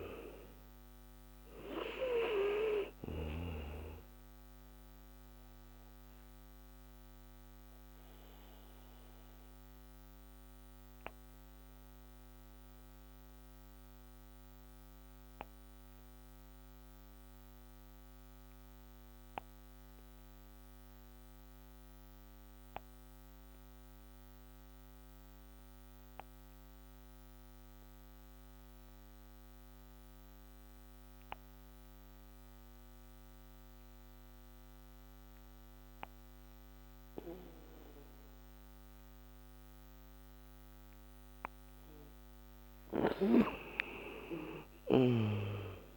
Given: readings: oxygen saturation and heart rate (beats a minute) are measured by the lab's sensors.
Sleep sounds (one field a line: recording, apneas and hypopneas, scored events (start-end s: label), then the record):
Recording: breathing in sleep by a microphone on the trachea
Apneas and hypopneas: 1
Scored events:
6.00-40.50 s: obstructive apnea (oxygen 95% before, 87% lowest, heart rate 66 before, 54 extreme, up 20 after)
11.00-23.00 s: oxygen desaturation (device-marked, oxygen 95% before, 87% lowest, heart rate 66 before, 55 extreme)
39.00-45.97 s: oxygen desaturation (device-marked, oxygen 98% before, 87% lowest, heart rate 59 before, 54 extreme)
43.50-45.97 s: arousal
From the record:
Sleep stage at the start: N2 (light sleep)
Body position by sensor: on the back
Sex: male